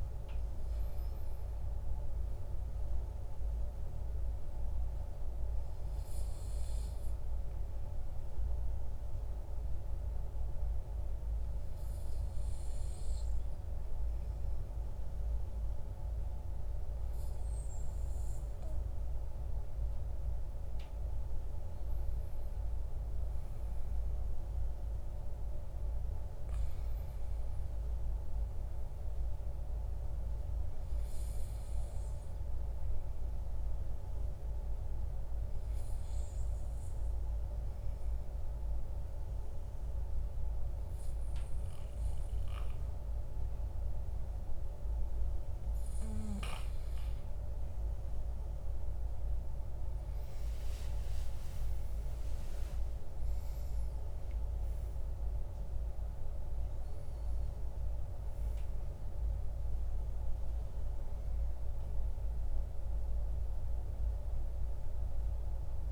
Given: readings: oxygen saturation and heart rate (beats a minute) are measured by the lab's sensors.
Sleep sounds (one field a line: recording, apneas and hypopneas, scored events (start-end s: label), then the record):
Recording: breathing in sleep, hard to hear, by a room microphone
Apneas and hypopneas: 2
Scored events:
5.50-18.50 s: obstructive apnea (oxygen 96% before, 94% lowest, heart rate 63 before, 52 extreme, up 11 after)
20.00-24.00 s: arousal
31.00-43.50 s: obstructive apnea (oxygen 97% before, 95% lowest, heart rate 56 before, 52 extreme, up 13 after)
50.00-54.50 s: arousal
From the record:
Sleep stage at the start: N2 (light sleep)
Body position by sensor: on the back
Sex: male